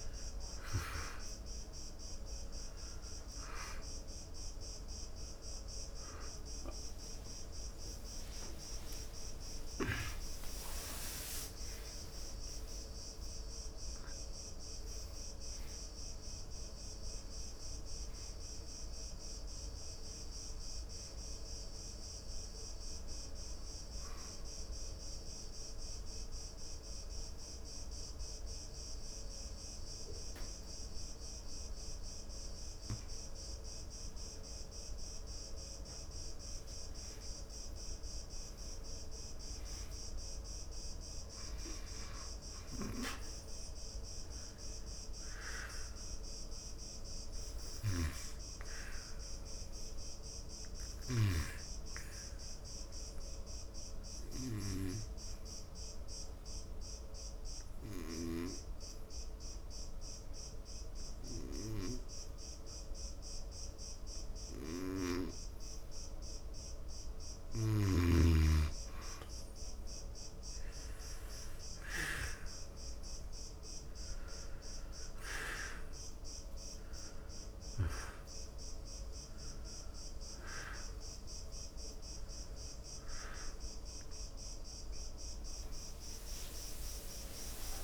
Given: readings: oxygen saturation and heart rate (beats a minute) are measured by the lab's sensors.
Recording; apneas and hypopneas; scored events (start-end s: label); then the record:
breathing in sleep by a room microphone; 2
7.00-12.50 s: arousal
11.00-29.00 s: oxygen desaturation (device-marked, oxygen 95% before, 91% lowest, heart rate 76 before, 69 extreme)
24.00-34.50 s: obstructive apnea (oxygen 95% before, 87% lowest, heart rate 84 before, 69 extreme, up 5 after)
36.50-41.00 s: arousal
47.00-62.00 s: oxygen desaturation (device-marked, oxygen 96% before, 90% lowest, heart rate 72 before, 70 extreme)
51.50-68.50 s: hypopnea (oxygen 96% before, 87% lowest, heart rate 72 before, 70 extreme, up 3 after)
73.00-87.83 s: new sleep stage, N1 (lightest sleep)
78.00-87.83 s: oxygen desaturation (device-marked, oxygen 95% before, 87% lowest, heart rate 72 before, 69 extreme)
From the record:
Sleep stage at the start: N2 (light sleep); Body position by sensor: on the back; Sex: male